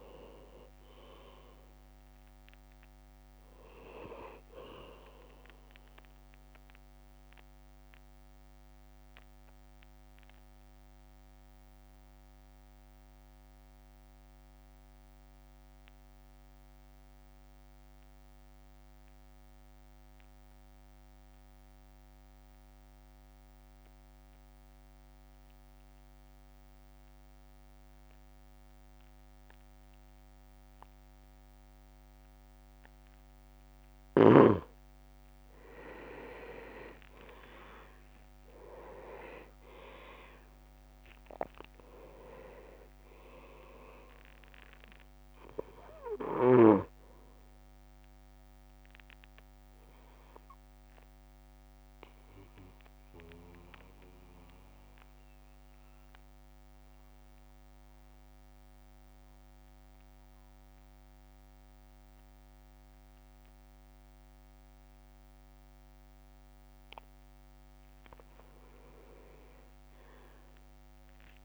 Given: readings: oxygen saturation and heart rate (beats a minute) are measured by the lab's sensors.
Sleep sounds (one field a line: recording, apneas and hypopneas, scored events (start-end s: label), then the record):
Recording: breathing in sleep by a microphone on the trachea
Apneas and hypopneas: 2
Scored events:
0.00-4.00 s: oxygen desaturation (device-marked, oxygen 95% lowest, heart rate 49 extreme)
0.00-9.00 s: drop in pulse transit time (device-marked, heart rate 52 extreme)
8.00-33.50 s: mixed apnea (oxygen 100% before, 94% lowest, heart rate 56 before, 50 extreme, up 7 after)
35.00-36.50 s: leg movement (device-marked)
35.50-40.00 s: arousal
38.00-68.00 s: oxygen desaturation (device-marked, oxygen 100% before, 94% lowest, heart rate 55 before, 50 extreme)
39.00-50.00 s: drop in pulse transit time (device-marked, heart rate 55 before, 55 extreme)
43.00-43.50 s: leg movement (device-marked)
49.00-65.50 s: mixed apnea (oxygen 100% before, 94% lowest, heart rate 57 before, 50 extreme, up 10 after)
68.00-71.00 s: arousal
68.00-71.45 s: drop in pulse transit time (device-marked, heart rate 53 before, 52 extreme)
69.00-71.00 s: leg movement (device-marked)
From the record:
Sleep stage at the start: N2 (light sleep)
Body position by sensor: on the back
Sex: male